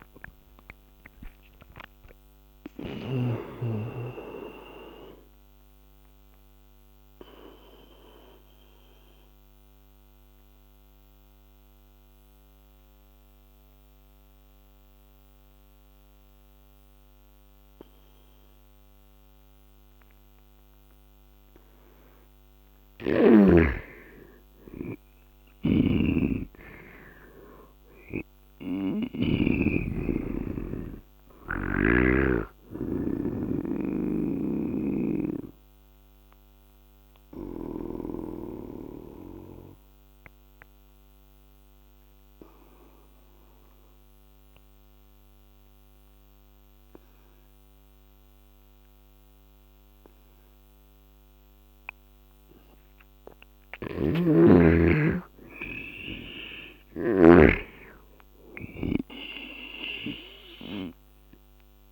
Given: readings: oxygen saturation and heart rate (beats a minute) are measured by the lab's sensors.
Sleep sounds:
breathing in sleep by a microphone on the trachea; 2
0.00-20.50 s: oxygen desaturation (device-marked, oxygen 87% lowest, heart rate 68 extreme)
7.00-22.00 s: obstructive apnea (oxygen 98% before, 86% lowest, heart rate 80 before, 68 extreme, up 11 after)
22.50-46.50 s: oxygen desaturation (device-marked, oxygen 99% before, 87% lowest, heart rate 75 before, 74 extreme)
24.50-28.00 s: arousal
25.00-29.00 s: snoring (device-marked)
33.50-37.50 s: snoring (device-marked)
34.50-53.00 s: obstructive apnea (oxygen 99% before, 86% lowest, heart rate 74 before, 72 extreme, up 9 after)
52.50-61.92 s: oxygen desaturation (device-marked, oxygen 98% before, 86% lowest, heart rate 77 before, 71 extreme)
53.50-61.92 s: snoring (device-marked)
55.00-59.00 s: arousal
From the record:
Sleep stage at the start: N2 (light sleep); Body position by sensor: on the right side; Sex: male

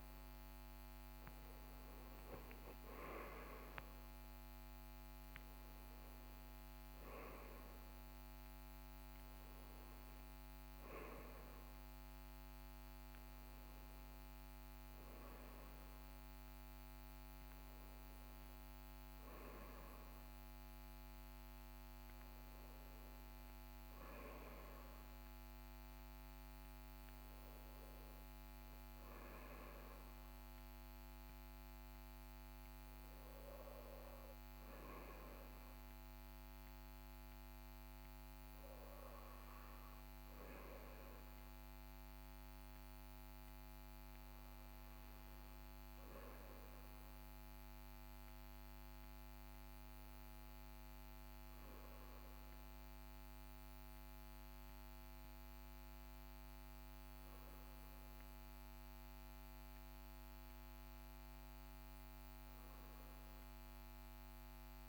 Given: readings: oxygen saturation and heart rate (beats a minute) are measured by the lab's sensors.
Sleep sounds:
breathing in sleep, hard to hear, by a microphone on the trachea; none
0.50-6.50 s: arousal
From the record:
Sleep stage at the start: REM sleep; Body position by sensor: on the back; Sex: male

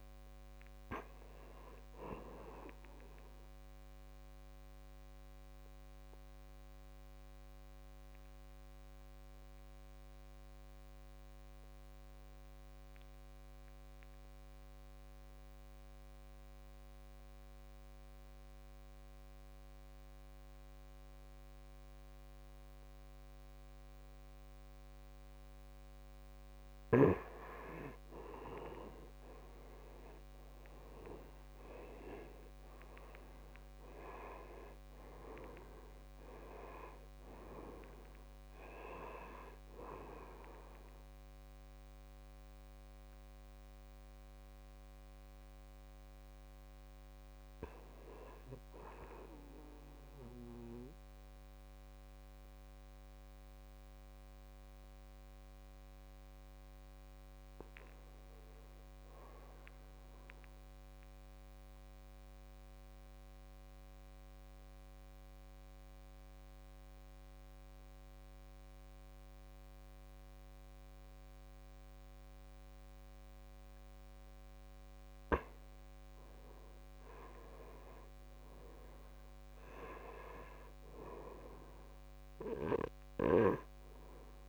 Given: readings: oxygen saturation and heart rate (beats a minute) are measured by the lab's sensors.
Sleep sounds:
breathing in sleep by a microphone on the trachea; 3
0.00-4.00 s: oxygen desaturation (device-marked, oxygen 85% lowest, heart rate 56 extreme)
3.50-25.50 s: obstructive apnea (oxygen 94% before, 80% lowest, heart rate 62 before, 58 extreme, up 11 after)
11.00-18.00 s: oxygen desaturation (device-marked, oxygen 97% before, 92% lowest, heart rate 60 before, 59 extreme)
23.00-49.00 s: oxygen desaturation (device-marked, oxygen 94% before, 80% lowest, heart rate 60 before, 55 extreme)
28.00-33.00 s: arousal
41.00-54.50 s: hypopnea (oxygen 94% before, 80% lowest, heart rate 67 before, 55 extreme, up 3 after)
56.00-58.50 s: arousal
60.00-74.00 s: obstructive apnea (oxygen 98% before, 87% lowest, heart rate 59 before, 55 extreme, up 11 after)
77.00-81.00 s: arousal
77.00-84.49 s: oxygen desaturation (device-marked, oxygen 95% before, 87% lowest, heart rate 58 before, 54 extreme)
From the record:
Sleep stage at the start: N2 (light sleep); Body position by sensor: on the back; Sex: male

